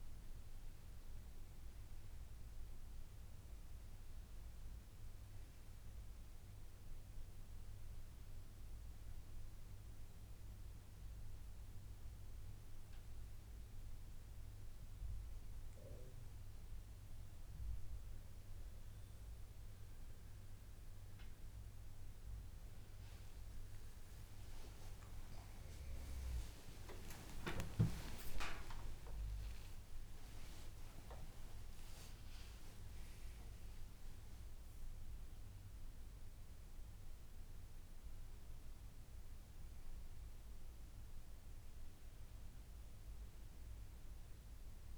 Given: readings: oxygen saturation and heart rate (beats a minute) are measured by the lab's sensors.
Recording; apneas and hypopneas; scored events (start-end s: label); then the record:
a person awake in a sleep study, by a room microphone; none
15.00-44.98 s: new sleep stage, awake
From the record:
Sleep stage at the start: N1 (lightest sleep); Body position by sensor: on the back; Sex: male